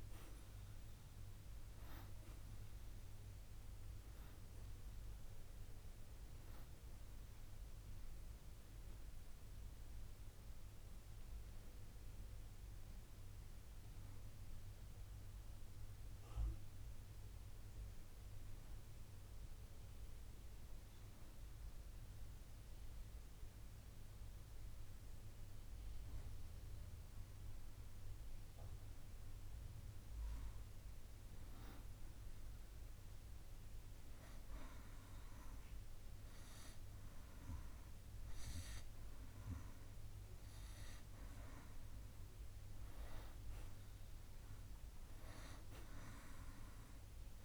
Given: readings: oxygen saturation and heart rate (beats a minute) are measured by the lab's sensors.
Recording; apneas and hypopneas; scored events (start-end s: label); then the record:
breathing in sleep by a room microphone; 1
9.00-41.00 s: hypopnea (oxygen 95% before, 90% lowest, heart rate 69 before, 57 extreme, up 6 after)
15.00-26.00 s: oxygen desaturation (device-marked, oxygen 94% before, 90% lowest, heart rate 62 before, 57 extreme)
43.50-47.45 s: arousal
From the record:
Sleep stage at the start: N2 (light sleep); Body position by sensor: on the back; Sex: male